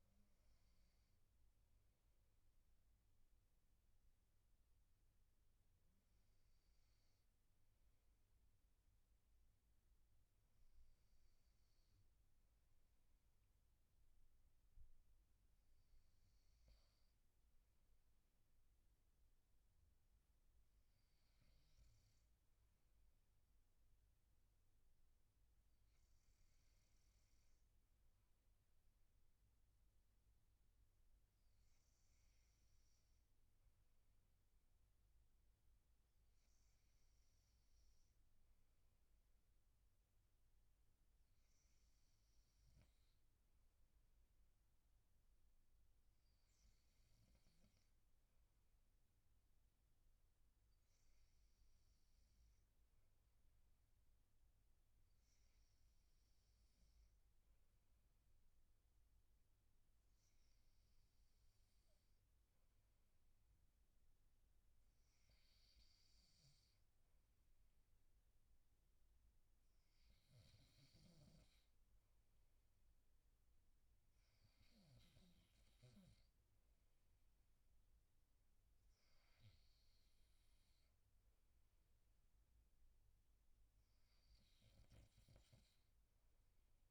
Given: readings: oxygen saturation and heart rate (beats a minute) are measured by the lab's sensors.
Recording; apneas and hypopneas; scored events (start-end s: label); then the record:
breathing in sleep, hard to hear, by a room microphone; none
70.50-75.00 s: snoring (device-marked)
From the record:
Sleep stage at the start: N2 (light sleep); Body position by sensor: on the right side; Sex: male